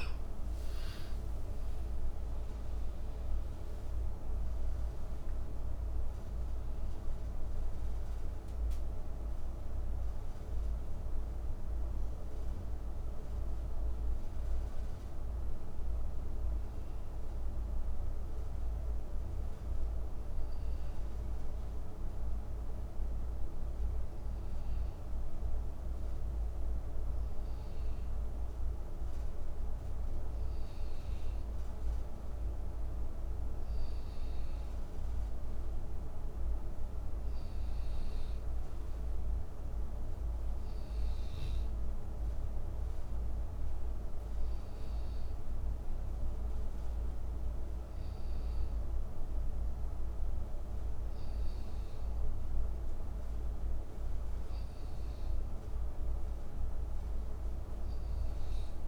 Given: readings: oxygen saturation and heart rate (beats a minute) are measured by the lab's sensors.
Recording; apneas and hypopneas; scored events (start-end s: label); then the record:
breathing in sleep, hard to hear, by a room microphone; 1
0.00-5.00 s: arousal
3.50-58.87 s: new sleep stage, N2 (light sleep)
15.00-27.50 s: mixed apnea (oxygen 95% before, 92% lowest, heart rate 65 before, 54 extreme, up 3 after)
29.50-33.00 s: arousal
31.50-44.50 s: oxygen desaturation (device-marked, oxygen 95% before, 92% lowest, heart rate 56 before, 56 extreme)
From the record:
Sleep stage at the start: N1 (lightest sleep); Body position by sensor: on the right side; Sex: male